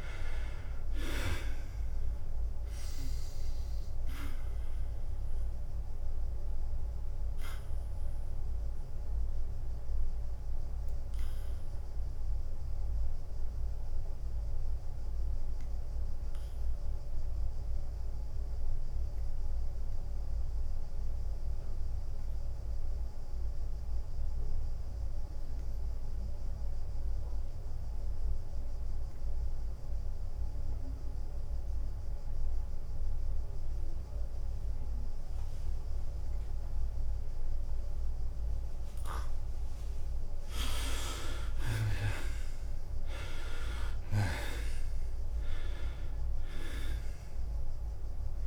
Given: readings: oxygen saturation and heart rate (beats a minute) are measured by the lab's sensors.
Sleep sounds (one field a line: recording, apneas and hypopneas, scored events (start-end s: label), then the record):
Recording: breathing in sleep by a room microphone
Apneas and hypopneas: 1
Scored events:
0.00-7.50 s: drop in pulse transit time (device-marked, heart rate 85 extreme)
8.00-40.00 s: obstructive apnea (oxygen 97% before, 78% lowest, heart rate 89 before, 78 extreme, up 11 after)
21.50-34.50 s: oxygen desaturation (device-marked, oxygen 96% before, 79% lowest, heart rate 90 before, 78 extreme)
40.50-48.47 s: drop in pulse transit time (device-marked, heart rate 81 before, 86 extreme)
43.00-47.00 s: arousal
From the record:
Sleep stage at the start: N2 (light sleep)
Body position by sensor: on the back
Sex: male